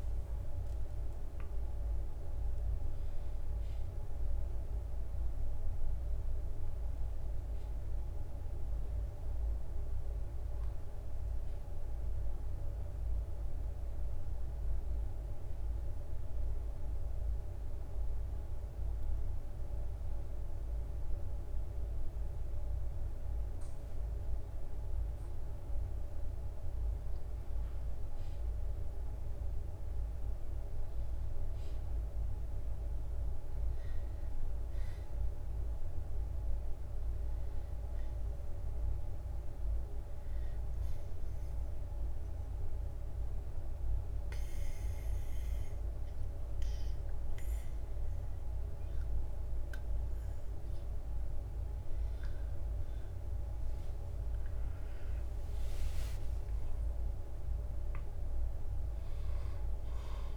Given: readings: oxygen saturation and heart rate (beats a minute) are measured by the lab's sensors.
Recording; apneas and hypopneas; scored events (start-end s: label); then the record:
breathing in sleep, hard to hear, by a room microphone; 2
0.00-3.00 s: arousal
0.00-10.00 s: drop in pulse transit time (device-marked, heart rate 66 extreme)
16.50-26.50 s: obstructive apnea (oxygen 96% before, 94% lowest, heart rate 67 before, 61 extreme, up 2 after)
30.50-35.50 s: arousal
41.00-53.00 s: obstructive apnea (oxygen 98% before, 95% lowest, heart rate 63 before, 61 extreme, up 8 after)
54.50-60.00 s: arousal
From the record:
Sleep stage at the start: N2 (light sleep); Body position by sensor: on the back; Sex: male